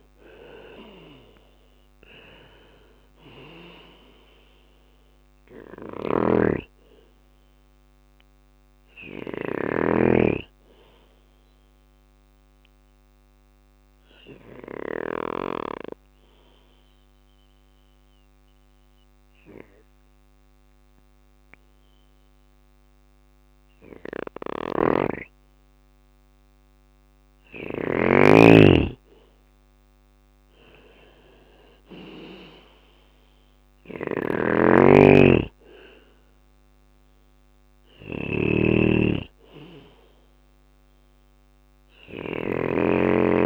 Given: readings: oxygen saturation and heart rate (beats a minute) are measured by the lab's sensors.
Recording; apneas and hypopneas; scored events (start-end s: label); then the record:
breathing in sleep by a microphone on the trachea; 1
0.00-2.00 s: arousal
0.00-9.50 s: drop in pulse transit time (device-marked, heart rate 58 extreme)
4.50-14.50 s: snoring (device-marked)
9.50-22.50 s: oxygen desaturation (device-marked, oxygen 97% before, 92% lowest, heart rate 61 before, 58 extreme)
10.00-25.00 s: obstructive apnea (oxygen 97% before, 92% lowest, heart rate 61 before, 58 extreme, up 5 after)
12.50-18.50 s: bradycardia (device-marked, heart rate 62 before, 58 extreme)
23.50-27.00 s: snoring (device-marked)
27.50-39.50 s: drop in pulse transit time (device-marked, heart rate 60 before, 61 extreme)
28.00-32.50 s: arousal
33.00-41.50 s: snoring (device-marked)
35.50-43.45 s: oxygen desaturation (device-marked, oxygen 99% before, 93% lowest, heart rate 61 before, 57 extreme)
From the record:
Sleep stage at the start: N2 (light sleep); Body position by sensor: on the back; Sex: male